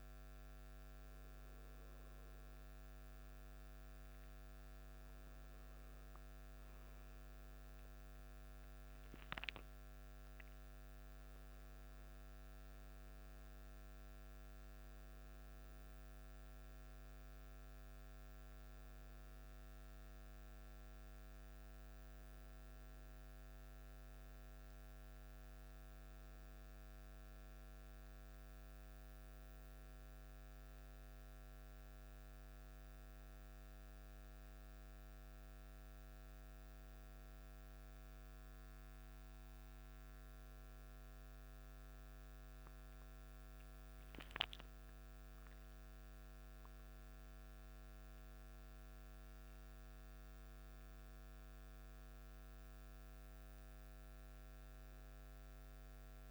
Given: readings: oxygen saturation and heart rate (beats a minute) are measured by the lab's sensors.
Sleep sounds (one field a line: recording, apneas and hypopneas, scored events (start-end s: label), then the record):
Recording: breathing in sleep, hard to hear, by a microphone on the trachea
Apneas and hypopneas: none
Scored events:
0.00-17.00 s: oxygen desaturation (device-marked, oxygen 92% lowest, heart rate 54 extreme)
From the record:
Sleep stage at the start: N2 (light sleep)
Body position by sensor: on the back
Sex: male